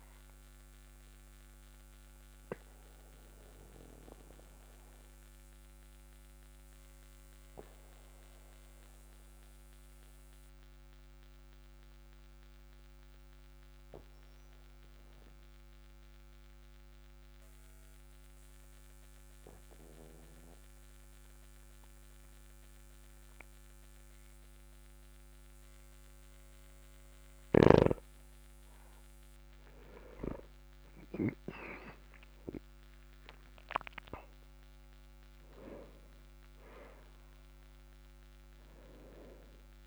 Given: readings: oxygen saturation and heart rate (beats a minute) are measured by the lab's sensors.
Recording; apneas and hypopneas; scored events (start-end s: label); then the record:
breathing in sleep by a microphone on the trachea; 1
0.00-13.00 s: oxygen desaturation (device-marked, oxygen 95% lowest, heart rate 44 extreme)
0.50-28.50 s: obstructive apnea (oxygen 99% before, 95% lowest, heart rate 53 before, 44 extreme, up 4 after)
30.50-35.00 s: arousal
From the record:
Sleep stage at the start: N2 (light sleep); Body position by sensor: on the back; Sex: male